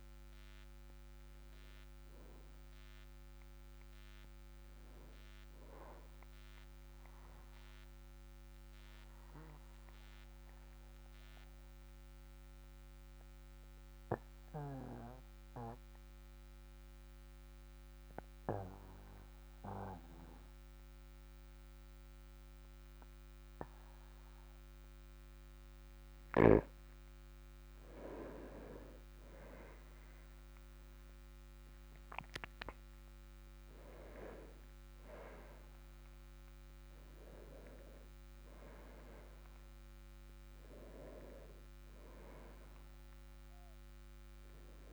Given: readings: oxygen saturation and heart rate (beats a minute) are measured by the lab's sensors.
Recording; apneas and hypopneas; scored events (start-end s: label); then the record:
breathing in sleep by a microphone on the trachea; 1
0.00-9.50 s: oxygen desaturation (device-marked, oxygen 94% lowest, heart rate 42 extreme)
7.50-26.50 s: obstructive apnea (oxygen 98% before, 95% lowest, heart rate 50 before, 42 extreme, up 3 after)
30.00-33.50 s: arousal
32.50-44.93 s: oxygen desaturation (device-marked, oxygen 98% before, 96% lowest, heart rate 47 before, 43 extreme)
From the record:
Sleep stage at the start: N2 (light sleep); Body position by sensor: on the back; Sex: male